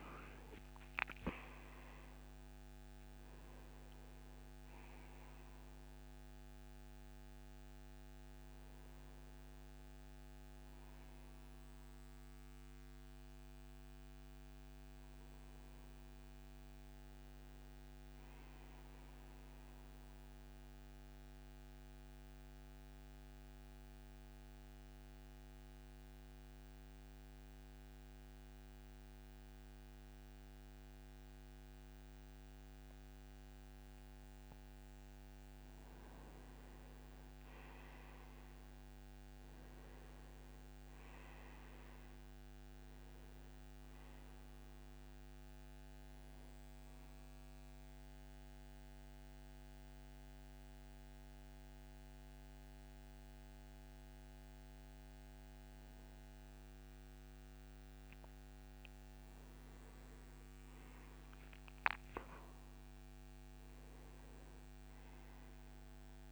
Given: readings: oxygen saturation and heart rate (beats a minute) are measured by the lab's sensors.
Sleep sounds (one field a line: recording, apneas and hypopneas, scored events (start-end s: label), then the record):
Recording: breathing in sleep, hard to hear, by a microphone on the trachea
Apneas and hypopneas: 2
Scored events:
0.00-1.00 s: arousal
5.00-31.00 s: oxygen desaturation (device-marked, oxygen 95% before, 87% lowest)
22.00-37.00 s: mixed apnea (oxygen 95% before, 86% lowest)
40.00-44.50 s: arousal
45.00-62.00 s: oxygen desaturation (device-marked, oxygen 98% before, 88% lowest)
49.00-59.50 s: mixed apnea (oxygen 98% before, 86% lowest, heart rate 123 before, 31 extreme)
62.00-66.00 s: arousal
From the record:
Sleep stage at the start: N2 (light sleep)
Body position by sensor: on the right side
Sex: male